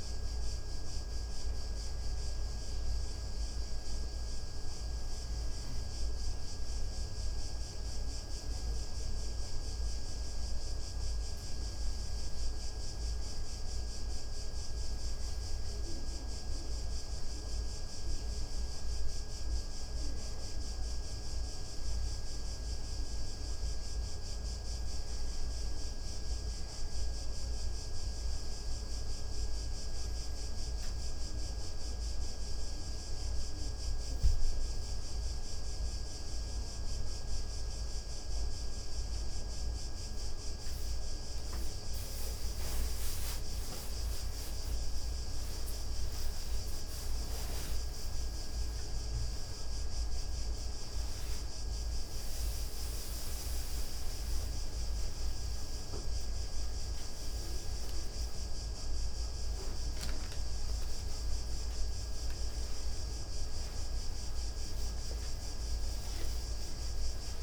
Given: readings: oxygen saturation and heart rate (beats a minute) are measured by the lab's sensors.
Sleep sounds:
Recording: a person partly awake in a sleep study, hard to hear, by a room microphone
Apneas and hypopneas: none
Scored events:
37.50-67.43 s: new sleep stage, awake
From the record:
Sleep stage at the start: N2 (light sleep)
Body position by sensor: on the back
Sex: male

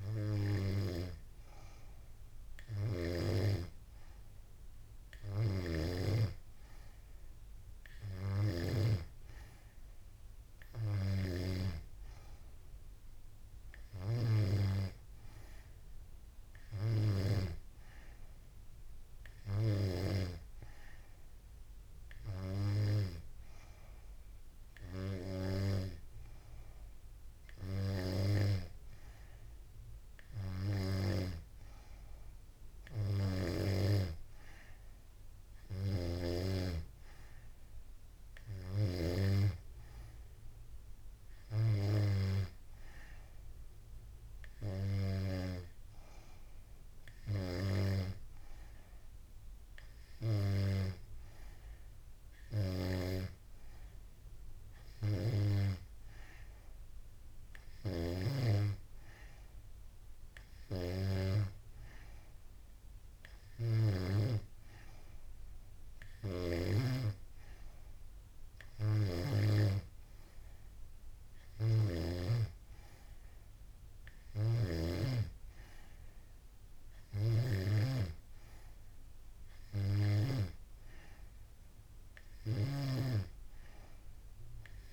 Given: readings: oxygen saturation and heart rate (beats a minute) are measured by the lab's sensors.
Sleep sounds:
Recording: breathing in sleep by a room microphone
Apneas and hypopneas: none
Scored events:
none scored
From the record:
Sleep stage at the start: N3 (deep sleep)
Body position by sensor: on the back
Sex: female

